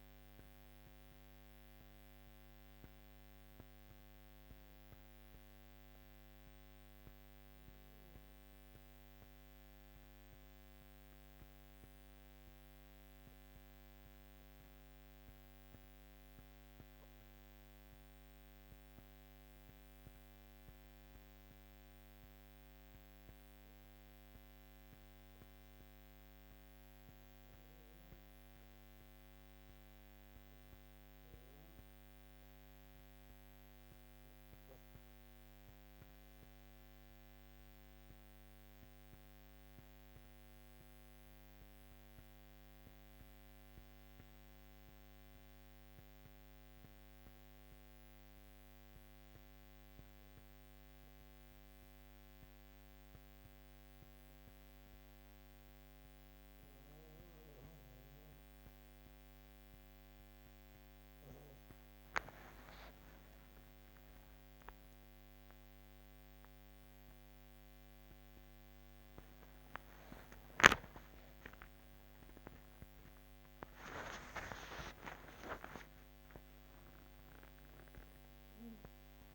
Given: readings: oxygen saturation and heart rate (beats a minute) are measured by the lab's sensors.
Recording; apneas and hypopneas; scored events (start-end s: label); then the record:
breathing in sleep by a microphone on the trachea; 1
5.50-17.00 s: obstructive apnea (oxygen 99% before, 96% lowest, heart rate 56 before, 55 extreme, up 1 after)
21.00-26.00 s: arousal
64.00-79.35 s: new sleep stage, awake
From the record:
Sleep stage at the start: REM sleep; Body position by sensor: on the back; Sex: female